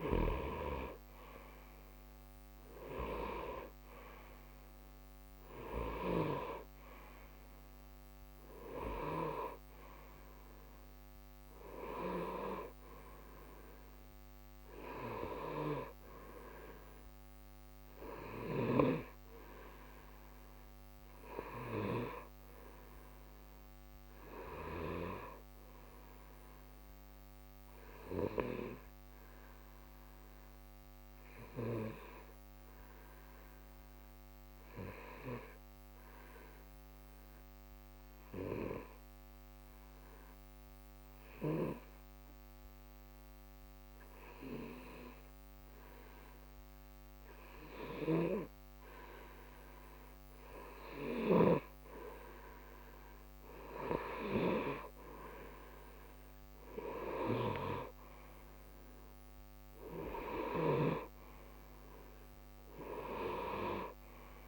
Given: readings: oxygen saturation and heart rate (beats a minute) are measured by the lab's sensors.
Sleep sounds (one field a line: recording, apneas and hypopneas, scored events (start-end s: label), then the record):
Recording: breathing in sleep by a microphone on the trachea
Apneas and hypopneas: 1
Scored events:
0.00-23.00 s: oxygen desaturation (device-marked, oxygen 89% lowest, heart rate 61 extreme)
23.50-26.50 s: arousal
28.50-48.00 s: obstructive apnea (oxygen 93% before, 88% lowest, heart rate 61 before, 61 extreme, up 0 after)
50.00-54.00 s: arousal
52.00-64.47 s: oxygen desaturation (device-marked, oxygen 94% before, 88% lowest, heart rate 61 before, 60 extreme)
From the record:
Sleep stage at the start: N2 (light sleep)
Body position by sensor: on the right side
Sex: male